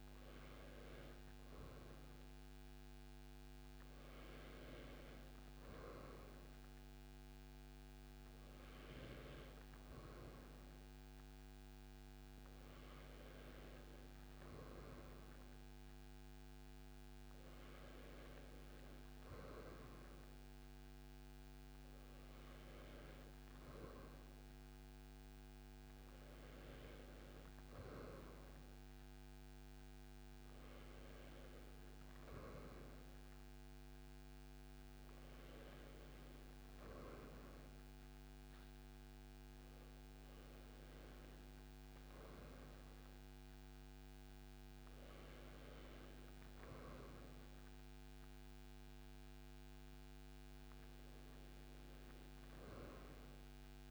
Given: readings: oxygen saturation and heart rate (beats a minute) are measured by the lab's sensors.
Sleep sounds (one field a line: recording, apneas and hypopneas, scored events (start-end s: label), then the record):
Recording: breathing in sleep by a microphone on the trachea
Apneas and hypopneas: none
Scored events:
none scored
From the record:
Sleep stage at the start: N2 (light sleep)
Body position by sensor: on the right side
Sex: male